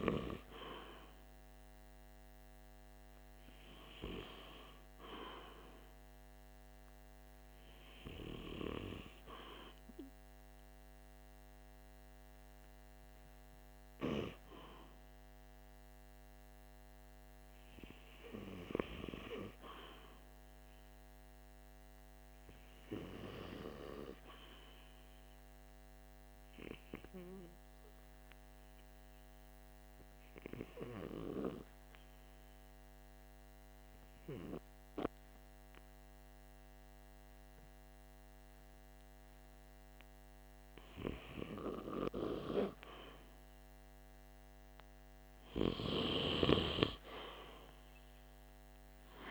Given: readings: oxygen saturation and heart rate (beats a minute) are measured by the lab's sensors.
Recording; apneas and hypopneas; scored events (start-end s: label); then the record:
breathing in sleep by a microphone on the trachea; 1
14.00-49.31 s: new sleep stage, REM sleep
24.50-39.00 s: obstructive apnea (oxygen 95% before, 92% lowest, heart rate 48 before, 46 extreme, up 2 after)
41.00-45.50 s: arousal
From the record:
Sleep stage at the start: N2 (light sleep); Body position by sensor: on the right side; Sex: male